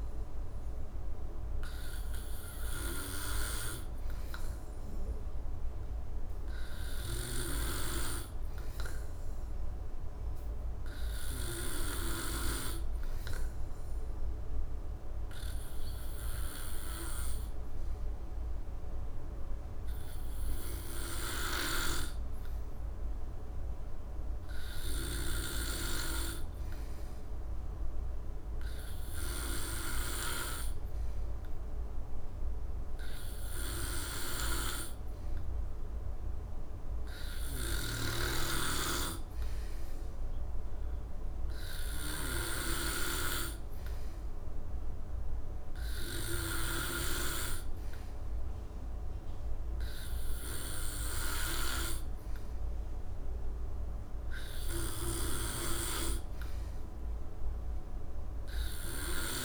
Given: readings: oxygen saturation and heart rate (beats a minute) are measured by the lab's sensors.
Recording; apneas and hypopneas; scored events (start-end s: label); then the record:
breathing in sleep by a room microphone; 1
1.50-17.50 s: hypopnea (oxygen 95% before, 90% lowest, heart rate 69 before, 66 extreme, up 3 after)
21.00-24.00 s: arousal
31.50-45.50 s: oxygen desaturation (device-marked, oxygen 94% before, 91% lowest, heart rate 68 before, 70 extreme)
From the record:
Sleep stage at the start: N2 (light sleep); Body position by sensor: on the back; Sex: male